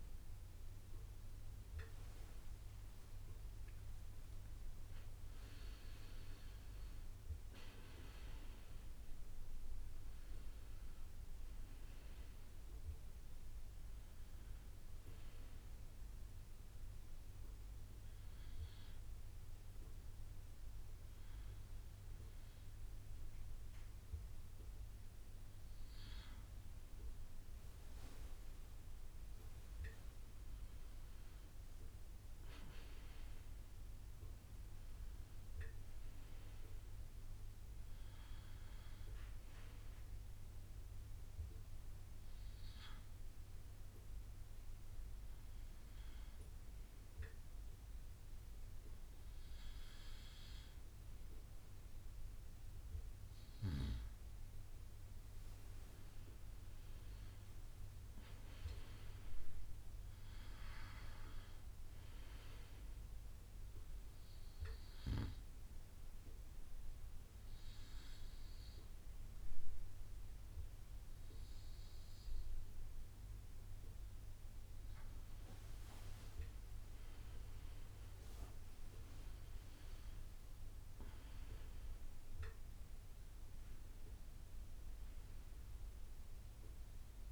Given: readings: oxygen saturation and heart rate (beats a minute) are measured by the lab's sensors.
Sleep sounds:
breathing in sleep by a room microphone; 3
17.00-27.00 s: hypopnea (oxygen 99% before, 95% lowest)
25.50-87.32 s: new sleep stage, N2 (light sleep)
30.50-36.00 s: arousal
44.00-55.00 s: hypopnea (oxygen 98% before, 95% lowest)
56.00-59.50 s: arousal
65.50-75.50 s: hypopnea (oxygen 97% before, 94% lowest)
78.00-83.00 s: arousal
From the record:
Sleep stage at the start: N1 (lightest sleep); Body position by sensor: on the right side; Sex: male

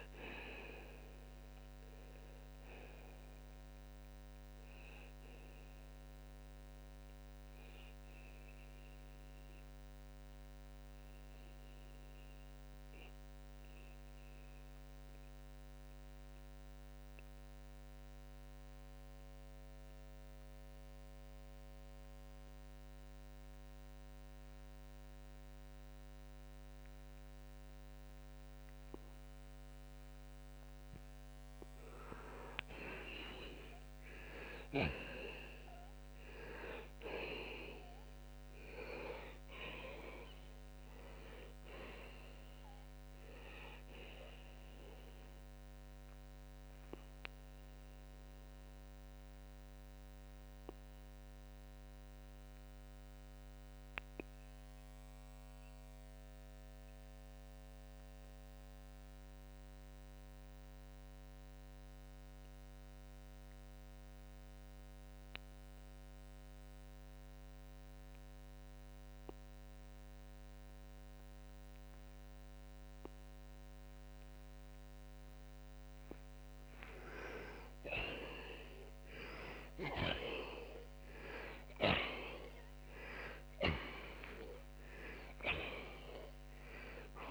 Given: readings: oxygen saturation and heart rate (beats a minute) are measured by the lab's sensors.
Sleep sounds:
breathing in sleep by a microphone on the trachea; 2
0.00-12.00 s: oxygen desaturation (device-marked, oxygen 90% lowest, heart rate 51 extreme)
9.50-31.50 s: mixed apnea (oxygen 95% before, 83% lowest, heart rate 67 before, 71 extreme, up 11 after)
19.00-35.00 s: oxygen desaturation (device-marked, oxygen 91% before, 83% lowest, heart rate 74 before, 69 extreme)
33.50-39.00 s: arousal
47.00-75.00 s: mixed apnea (oxygen 95% before, 82% lowest, heart rate 82 before, 66 extreme, up 46 after)
52.00-77.00 s: oxygen desaturation (device-marked, oxygen 93% before, 84% lowest, heart rate 81 before, 60 extreme)
77.50-84.00 s: arousal
From the record:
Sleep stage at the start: N2 (light sleep); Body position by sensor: on the back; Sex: male

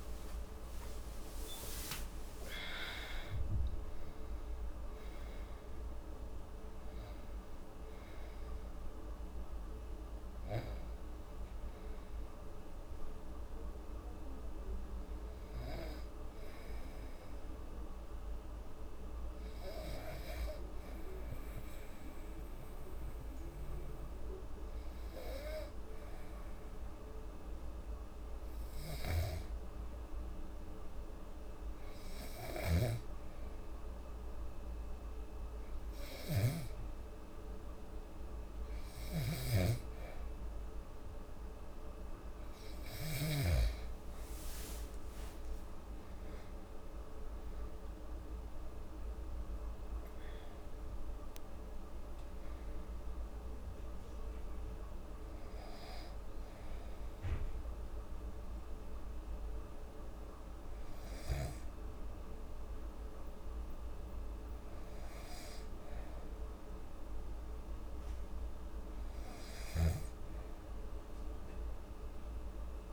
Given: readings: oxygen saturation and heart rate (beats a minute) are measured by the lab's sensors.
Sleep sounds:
breathing in sleep by a room microphone; 1
28.00-39.00 s: hypopnea (oxygen 99% before, 93% lowest, heart rate 73 before, 65 extreme, up 3 after)
38.00-71.00 s: oxygen desaturation (device-marked, oxygen 98% before, 93% lowest, heart rate 69 before, 65 extreme)
43.00-48.50 s: arousal
71.00-72.93 s: arousal
From the record:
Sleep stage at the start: N2 (light sleep); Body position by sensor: on the back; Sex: female

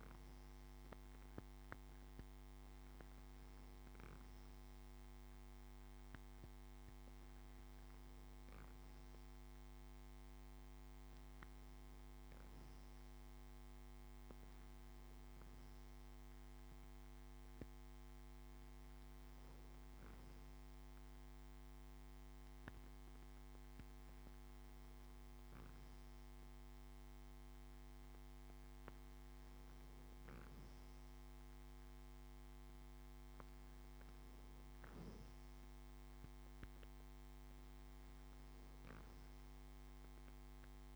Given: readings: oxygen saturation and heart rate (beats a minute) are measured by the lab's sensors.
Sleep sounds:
breathing in sleep, hard to hear, by a microphone on the trachea; none
none scored
From the record:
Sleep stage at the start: N2 (light sleep); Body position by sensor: on the back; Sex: male

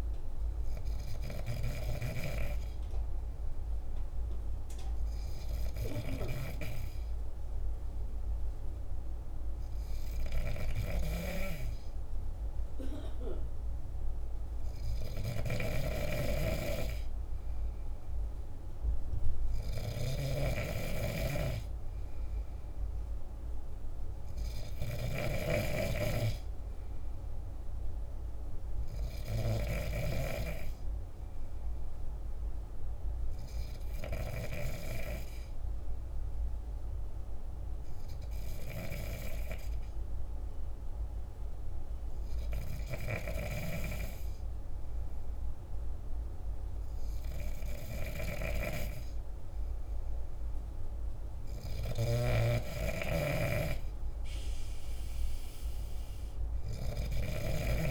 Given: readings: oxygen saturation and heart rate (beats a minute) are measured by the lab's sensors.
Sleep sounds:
breathing in sleep by a room microphone; none
19.50-25.50 s: snoring (device-marked)
51.50-57.91 s: snoring (device-marked)
From the record:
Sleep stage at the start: N2 (light sleep); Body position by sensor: on the back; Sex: male

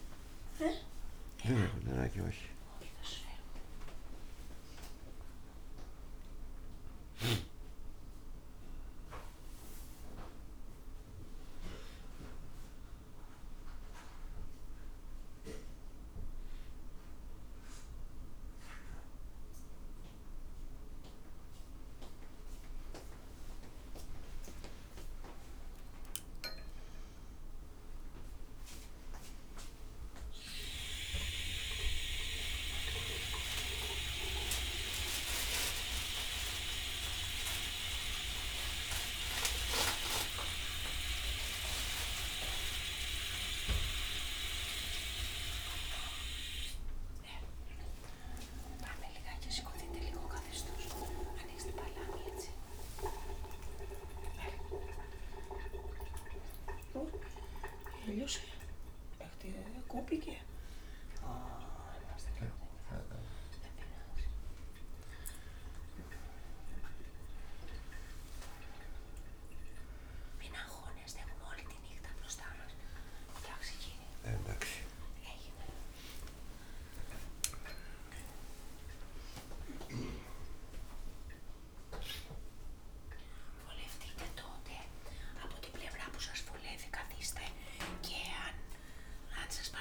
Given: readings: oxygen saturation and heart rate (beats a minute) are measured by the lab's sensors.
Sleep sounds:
a person awake in a sleep study, by a room microphone; none
0.00-1.50 s: long interval between heartbeats (device-marked, heart rate 69 extreme)
23.00-25.00 s: long interval between heartbeats (device-marked, heart rate 62 before, 63 extreme)
29.00-31.00 s: long interval between heartbeats (device-marked, heart rate 58 before, 63 extreme)
46.50-62.50 s: tachycardia (device-marked, heart rate 55 before, 179 extreme)
48.50-50.50 s: long interval between heartbeats (device-marked, heart rate 60 before, 89 extreme)
50.50-52.50 s: long interval between heartbeats (device-marked, heart rate 64 before, 118 extreme)
51.50-64.50 s: drop in pulse transit time (device-marked, heart rate 66 before, 103 extreme)
54.50-56.50 s: long interval between heartbeats (device-marked, heart rate 82 before, 165 extreme)
56.50-58.50 s: long interval between heartbeats (device-marked, heart rate 93 before, 158 extreme)
59.00-61.00 s: long interval between heartbeats (device-marked, heart rate 103 before, 140 extreme)
61.50-63.50 s: long interval between heartbeats (device-marked, heart rate 115 before, 111 extreme)
63.50-77.50 s: tachycardia (device-marked, heart rate 58 before, 147 extreme)
72.50-74.50 s: long interval between heartbeats (device-marked, heart rate 137 before, 121 extreme)
76.00-78.00 s: long interval between heartbeats (device-marked, heart rate 130 before, 138 extreme)
78.50-89.81 s: drop in pulse transit time (device-marked, heart rate 126 before, 56 extreme)
From the record:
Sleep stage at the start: awake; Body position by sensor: on the back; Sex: male

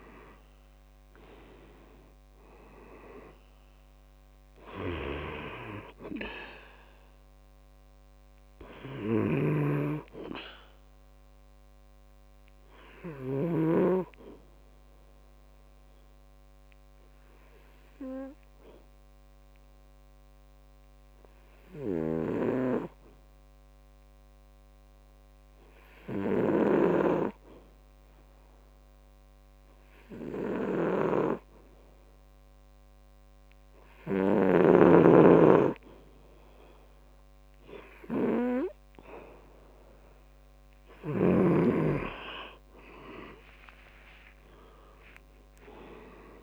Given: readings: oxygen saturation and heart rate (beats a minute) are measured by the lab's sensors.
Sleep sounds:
breathing in sleep by a microphone on the trachea; 1
0.00-2.00 s: arousal
0.00-24.00 s: oxygen desaturation (device-marked, oxygen 90% lowest, heart rate 65 extreme)
14.00-39.00 s: obstructive apnea (oxygen 98% before, 90% lowest, heart rate 71 before, 65 extreme, up 6 after)
40.00-46.43 s: oxygen desaturation (device-marked, oxygen 98% before, 91% lowest, heart rate 68 before, 64 extreme)
42.00-46.43 s: arousal
From the record:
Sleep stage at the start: N2 (light sleep); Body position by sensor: on the back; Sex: male

